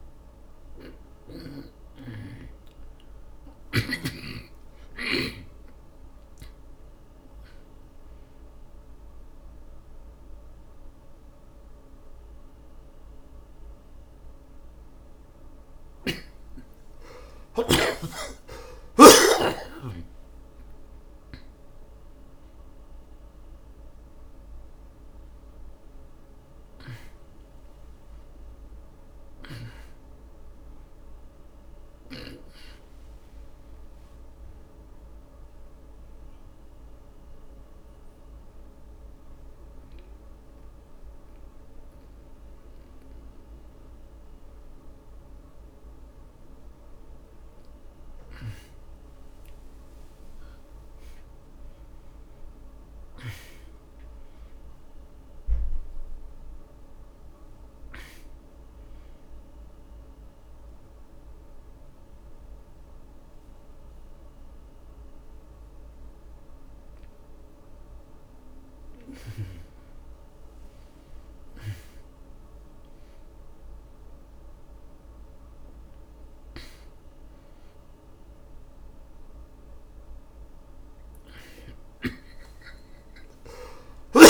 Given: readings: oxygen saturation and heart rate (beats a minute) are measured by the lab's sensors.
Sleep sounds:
breathing in sleep by a room microphone; 2
0.00-1.00 s: arousal
0.00-4.00 s: oxygen desaturation (device-marked, oxygen 84% lowest)
17.00-25.00 s: oxygen desaturation (device-marked, oxygen 95% before, 87% lowest)
29.50-33.50 s: arousal
35.50-49.00 s: central apnea (oxygen 96% before, 83% lowest)
50.50-55.00 s: arousal
57.00-75.00 s: oxygen desaturation (device-marked, oxygen 95% before, 83% lowest)
60.00-70.00 s: central apnea (oxygen 97% before, 83% lowest)
72.50-76.00 s: arousal
From the record:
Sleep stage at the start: N2 (light sleep); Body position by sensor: on the back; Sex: male

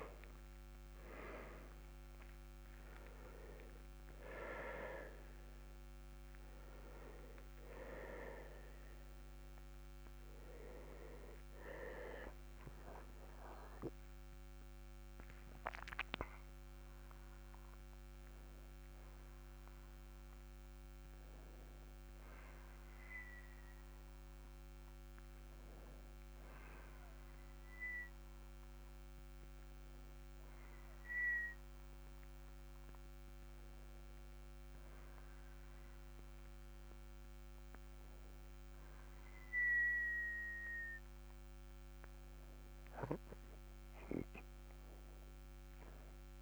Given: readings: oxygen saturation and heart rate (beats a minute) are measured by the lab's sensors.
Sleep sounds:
breathing in sleep by a microphone on the trachea; 1
1.00-46.42 s: new sleep stage, N1 (lightest sleep)
5.00-16.50 s: obstructive apnea (oxygen 99% before, 89% lowest, heart rate 44 before, 44 extreme, up 14 after)
8.00-36.00 s: oxygen desaturation (device-marked, oxygen 98% before, 89% lowest, heart rate 44 before, 39 extreme)
18.50-22.50 s: arousal
39.50-43.50 s: arousal
From the record:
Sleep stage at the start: N2 (light sleep); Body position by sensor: on the back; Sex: male

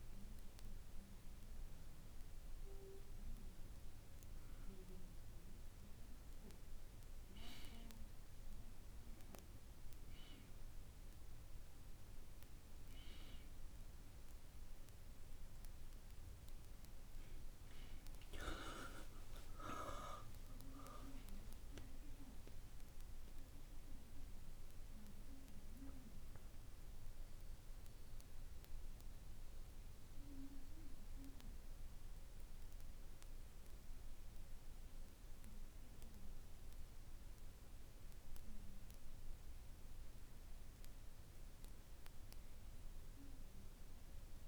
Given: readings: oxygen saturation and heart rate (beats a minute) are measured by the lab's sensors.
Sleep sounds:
a person partly awake in a sleep study, by a room microphone; 1
9.50-39.50 s: new sleep stage, N1 (lightest sleep)
23.00-39.50 s: central apnea (oxygen 98% before, 95% lowest, heart rate 52 before, 46 extreme, up 2 after)
39.50-43.50 s: arousal
39.50-44.48 s: new sleep stage, N2 (light sleep)
From the record:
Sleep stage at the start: awake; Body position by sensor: on the right side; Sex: male

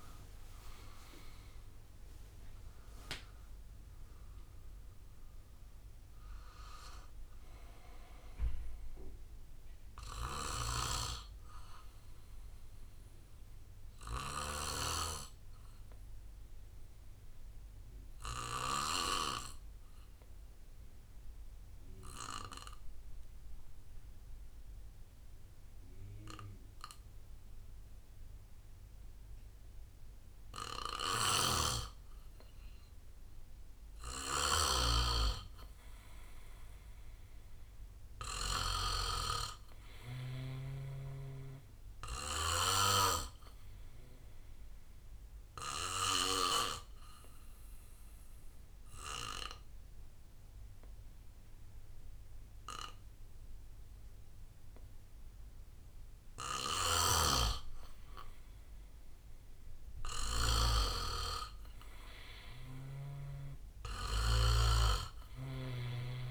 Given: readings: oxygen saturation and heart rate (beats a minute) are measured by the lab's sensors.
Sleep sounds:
breathing in sleep by a room microphone; 2
0.00-9.50 s: drop in pulse transit time (device-marked, heart rate 67 extreme)
0.00-11.50 s: oxygen desaturation (device-marked, oxygen 85% lowest, heart rate 57 extreme)
0.50-2.50 s: long interval between heartbeats (device-marked, heart rate 65 before, 97 extreme)
9.50-12.50 s: bradycardia (device-marked, heart rate 65 before, 60 extreme)
10.50-15.00 s: snoring (device-marked)
12.00-35.50 s: obstructive apnea (oxygen 97% before, 91% lowest, heart rate 79 before, 61 extreme, up 2 after)
31.00-39.00 s: snoring (device-marked)
34.50-53.50 s: oxygen desaturation (device-marked, oxygen 99% before, 91% lowest, heart rate 62 before, 59 extreme)
37.00-40.50 s: arousal
45.00-58.50 s: obstructive apnea (oxygen 100% before, 89% lowest, heart rate 62 before, 59 extreme, up 4 after)
56.50-61.00 s: snoring (device-marked)
58.50-66.31 s: drop in pulse transit time (device-marked, heart rate 62 before, 62 extreme)
60.50-66.31 s: oxygen desaturation (device-marked, oxygen 96% before, 91% lowest, heart rate 62 before, 59 extreme)
61.00-64.50 s: arousal
From the record:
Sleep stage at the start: N2 (light sleep); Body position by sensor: on the back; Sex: male

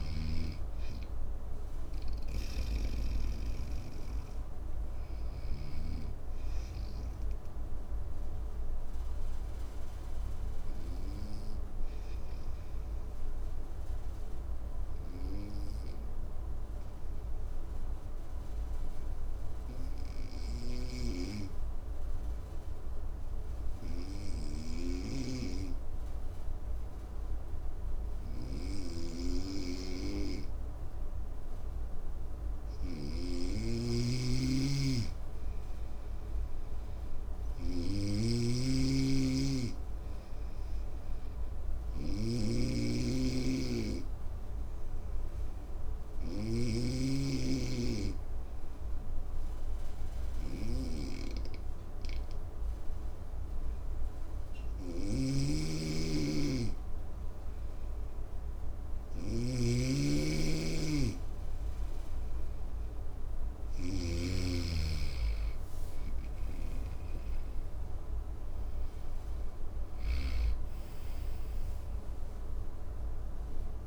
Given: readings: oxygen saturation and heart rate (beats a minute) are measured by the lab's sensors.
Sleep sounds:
breathing in sleep by a room microphone; 2
0.00-2.50 s: snoring (device-marked)
6.00-28.50 s: obstructive apnea (oxygen 97% before, 93% lowest, heart rate 60 before, 53 extreme, up 3 after)
31.00-34.50 s: arousal
31.50-58.50 s: oxygen desaturation (device-marked, oxygen 99% before, 93% lowest, heart rate 54 before, 54 extreme)
33.00-46.50 s: snoring (device-marked)
40.50-57.50 s: obstructive apnea (oxygen 99% before, 93% lowest, heart rate 55 before, 54 extreme, up 5 after)
54.50-63.50 s: snoring (device-marked)
60.00-63.00 s: arousal
65.50-73.87 s: snoring (device-marked)
From the record:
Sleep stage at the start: N2 (light sleep); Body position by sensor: on the right side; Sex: male

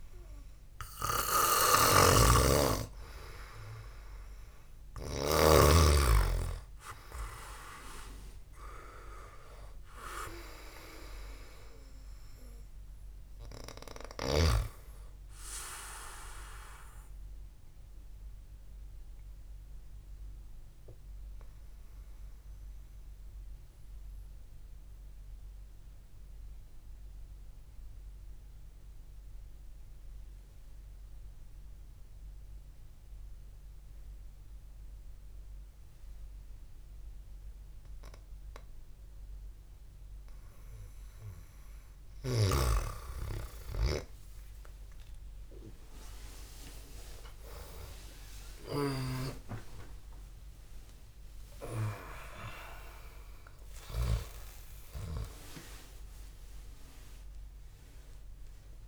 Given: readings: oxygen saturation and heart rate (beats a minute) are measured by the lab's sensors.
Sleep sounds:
breathing in sleep by a room microphone; 1
2.00-6.00 s: snoring (device-marked)
10.50-12.50 s: long interval between heartbeats (device-marked, heart rate 61 before, 66 extreme)
18.00-40.50 s: mixed apnea (oxygen 97% before, 93% lowest, heart rate 60 before, 59 extreme, up 13 after)
45.00-58.88 s: new sleep stage, N1 (lightest sleep)
45.50-51.50 s: arousal
From the record:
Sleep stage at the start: N2 (light sleep); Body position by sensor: on the back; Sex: male

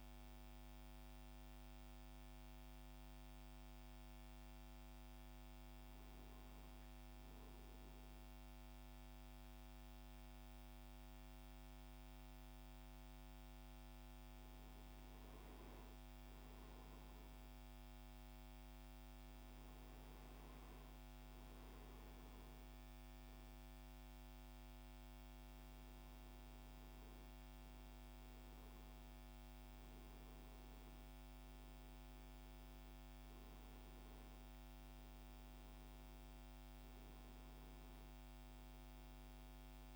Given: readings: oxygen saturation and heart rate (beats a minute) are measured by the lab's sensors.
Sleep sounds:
breathing in sleep, hard to hear, by a microphone on the trachea; none
26.00-39.96 s: new sleep stage, N1 (lightest sleep)
From the record:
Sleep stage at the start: N2 (light sleep); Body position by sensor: on the right side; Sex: male

